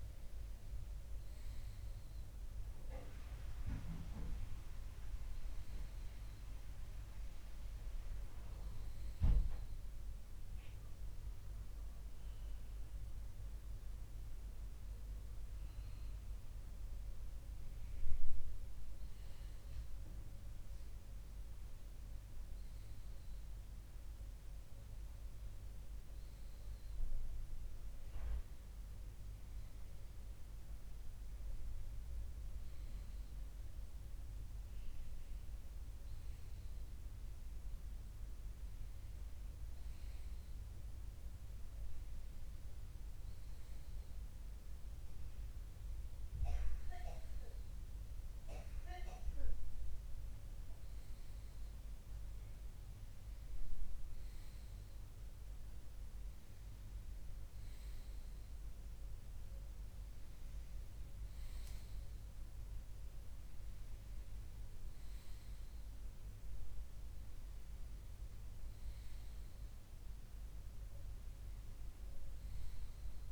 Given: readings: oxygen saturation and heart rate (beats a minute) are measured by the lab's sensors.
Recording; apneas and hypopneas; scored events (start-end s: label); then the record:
breathing in sleep, hard to hear, by a room microphone; none
71.00-73.00 s: bradycardia (device-marked, heart rate 63 before, 60 extreme)
From the record:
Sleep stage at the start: N2 (light sleep); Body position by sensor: on the left side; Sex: male